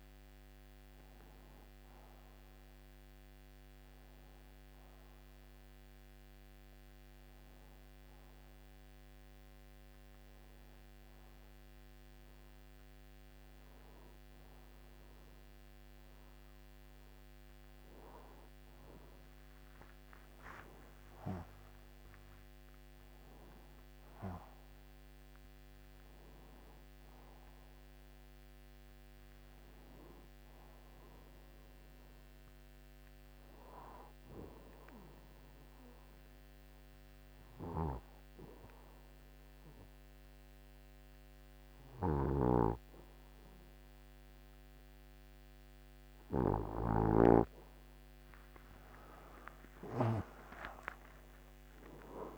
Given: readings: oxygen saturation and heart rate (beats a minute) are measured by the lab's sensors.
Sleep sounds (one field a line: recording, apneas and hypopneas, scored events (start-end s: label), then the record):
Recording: breathing in sleep by a microphone on the trachea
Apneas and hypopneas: 2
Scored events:
0.00-17.50 s: oxygen desaturation (device-marked, oxygen 88% lowest, heart rate 27 extreme)
6.00-18.00 s: hypopnea (oxygen 92% before, 88% lowest, heart rate 76 before, 27 extreme, up 17 after)
20.00-24.50 s: arousal
35.00-48.00 s: obstructive apnea (oxygen 95% before, 88% lowest, heart rate 56 before, 62 extreme, up 25 after)
49.50-52.38 s: arousal
50.50-52.38 s: oxygen desaturation (device-marked, oxygen 93% before, 89% lowest, heart rate 52 before, 36 extreme)
From the record:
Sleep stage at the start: N2 (light sleep)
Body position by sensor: on the right side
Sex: male